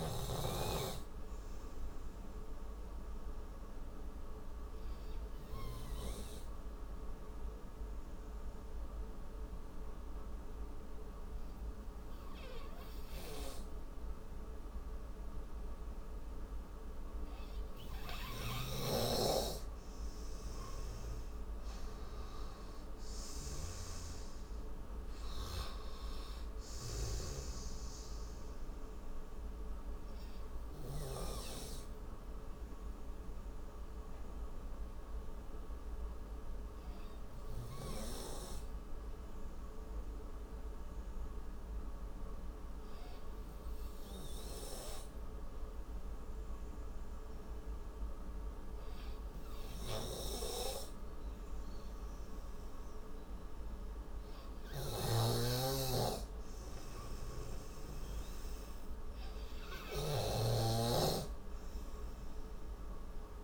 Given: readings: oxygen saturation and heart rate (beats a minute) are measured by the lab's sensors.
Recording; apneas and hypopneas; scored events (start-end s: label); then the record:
breathing in sleep by a room microphone; 2
0.00-9.50 s: oxygen desaturation (device-marked, oxygen 93% lowest, heart rate 57 extreme)
3.50-19.50 s: obstructive apnea (oxygen 99% before, 91% lowest, heart rate 65 before, 55 extreme, up 25 after)
22.50-25.00 s: arousal
24.50-38.50 s: oxygen desaturation (device-marked, oxygen 97% before, 91% lowest, heart rate 62 before, 54 extreme)
29.00-58.00 s: obstructive apnea (oxygen 97% before, 91% lowest, heart rate 66 before, 54 extreme, up 12 after)
55.00-61.50 s: snoring (device-marked)
55.50-63.44 s: oxygen desaturation (device-marked, oxygen 100% before, 91% lowest, heart rate 57 before, 53 extreme)
60.00-62.50 s: arousal
From the record:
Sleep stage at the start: N2 (light sleep); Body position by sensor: on the right side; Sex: male